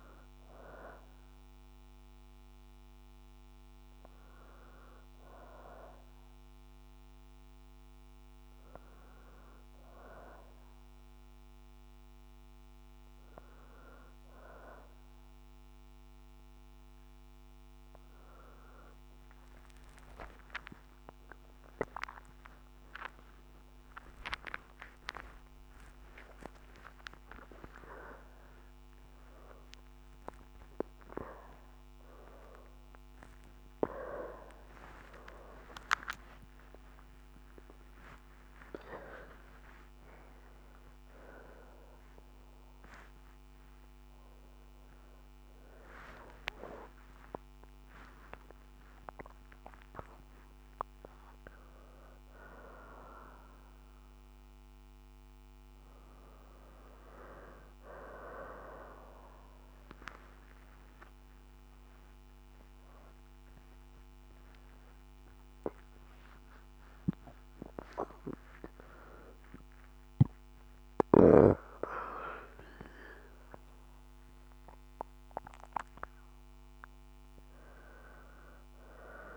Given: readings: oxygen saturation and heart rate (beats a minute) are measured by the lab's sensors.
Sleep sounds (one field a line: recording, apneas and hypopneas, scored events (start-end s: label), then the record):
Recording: a person awake in a sleep study, by a microphone on the trachea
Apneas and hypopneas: none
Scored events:
34.50-79.37 s: new sleep stage, awake
43.50-55.50 s: oxygen desaturation (device-marked, oxygen 94% before, 91% lowest, heart rate 109 before, 63 extreme)
From the record:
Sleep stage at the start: N2 (light sleep)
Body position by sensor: on the back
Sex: female